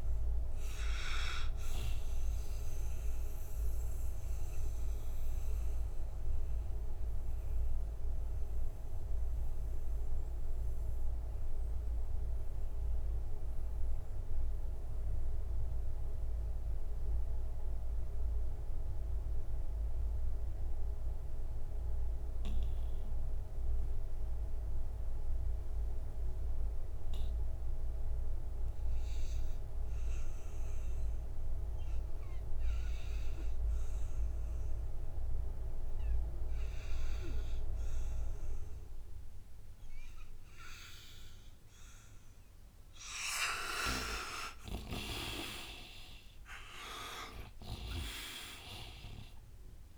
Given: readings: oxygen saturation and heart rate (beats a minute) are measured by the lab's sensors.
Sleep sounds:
breathing in sleep by a room microphone; 1
0.00-28.00 s: oxygen desaturation (device-marked, oxygen 79% lowest, heart rate 58 extreme)
2.00-42.00 s: mixed apnea (oxygen 97% before, 79% lowest, heart rate 77 before, 58 extreme, up 43 after)
40.00-49.98 s: oxygen desaturation (device-marked, oxygen 99% before, 79% lowest, heart rate 61 before, 58 extreme)
43.50-48.50 s: arousal
44.00-49.98 s: snoring (device-marked)
From the record:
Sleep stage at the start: N2 (light sleep); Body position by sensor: on the right side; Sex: male

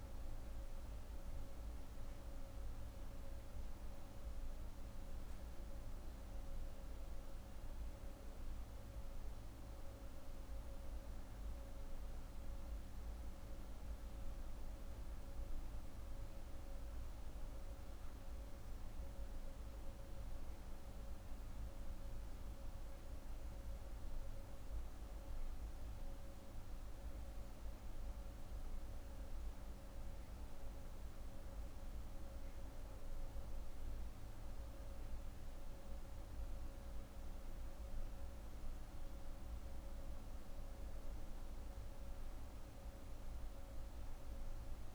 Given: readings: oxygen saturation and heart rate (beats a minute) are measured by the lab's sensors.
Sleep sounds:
breathing in sleep, hard to hear, by a room microphone; none
0.00-10.50 s: oxygen desaturation (device-marked, oxygen 87% lowest, heart rate 98 extreme)
From the record:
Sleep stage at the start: N2 (light sleep); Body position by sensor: on the right side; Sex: female

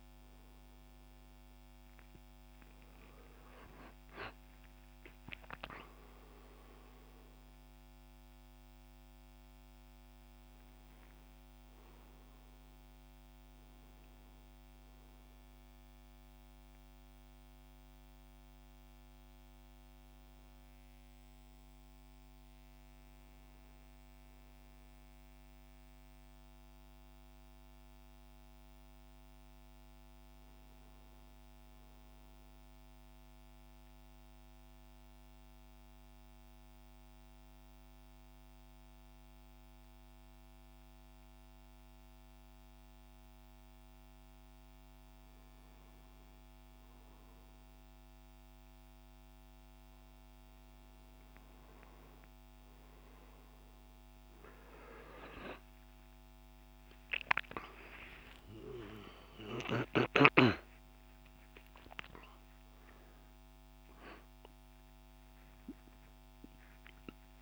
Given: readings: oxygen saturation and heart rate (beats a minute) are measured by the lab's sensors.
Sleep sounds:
breathing in sleep by a microphone on the trachea; 1
23.00-26.50 s: arousal
32.00-44.50 s: central apnea (oxygen 97% before, 94% lowest, heart rate 74 before, 67 extreme, up 3 after)
55.00-61.50 s: arousal
From the record:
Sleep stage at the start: N2 (light sleep); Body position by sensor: on the right side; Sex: male

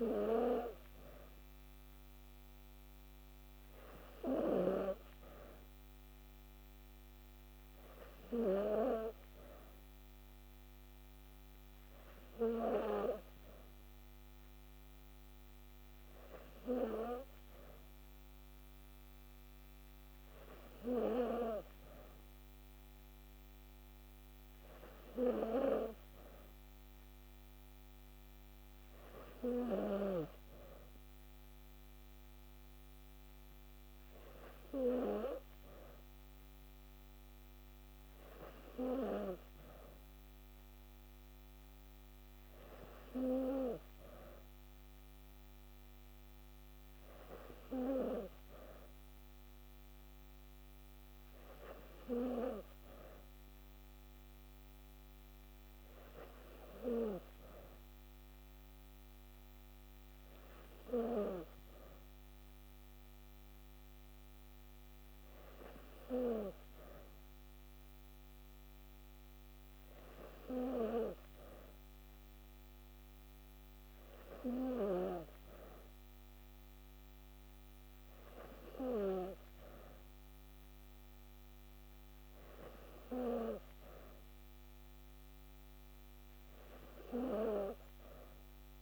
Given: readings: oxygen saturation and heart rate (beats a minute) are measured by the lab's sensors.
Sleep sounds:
breathing in sleep by a microphone on the trachea; none
27.00-88.82 s: new sleep stage, N2 (light sleep)
From the record:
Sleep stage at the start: N3 (deep sleep); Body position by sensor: on the back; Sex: female

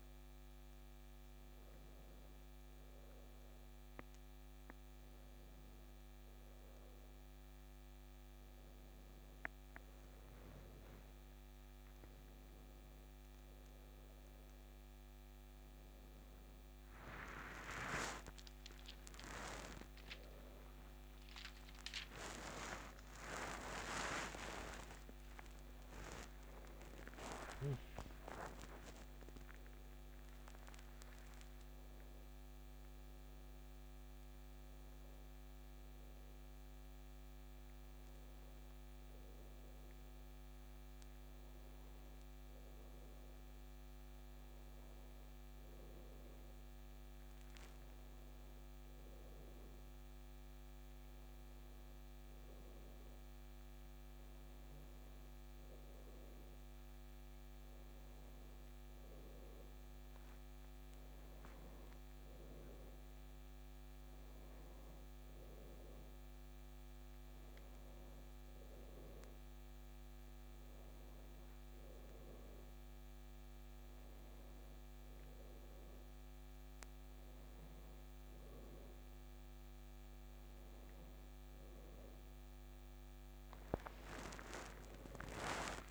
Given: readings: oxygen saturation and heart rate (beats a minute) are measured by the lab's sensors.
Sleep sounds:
breathing in sleep by a microphone on the trachea; none
20.50-27.00 s: arousal
84.50-85.90 s: arousal
From the record:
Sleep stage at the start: N1 (lightest sleep); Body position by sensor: on the back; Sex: male

